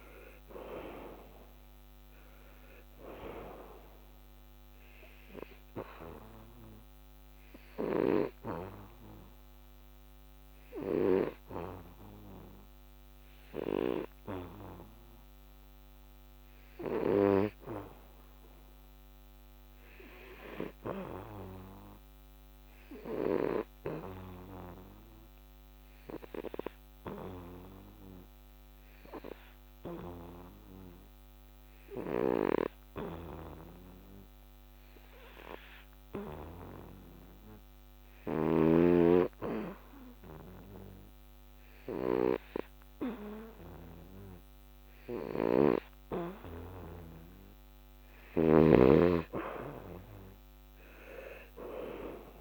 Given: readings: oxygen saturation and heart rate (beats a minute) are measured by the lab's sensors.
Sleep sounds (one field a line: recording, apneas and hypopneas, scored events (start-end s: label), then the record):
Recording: breathing in sleep by a microphone on the trachea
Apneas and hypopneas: 1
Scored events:
0.00-22.00 s: oxygen desaturation (device-marked, oxygen 88% lowest, heart rate 68 extreme)
8.50-45.50 s: hypopnea (oxygen 98% before, 88% lowest, heart rate 75 before, 68 extreme, up 8 after)
39.00-52.41 s: oxygen desaturation (device-marked, oxygen 96% before, 89% lowest, heart rate 73 before, 69 extreme)
48.00-51.50 s: arousal
From the record:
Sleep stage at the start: N2 (light sleep)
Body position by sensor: on the back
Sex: male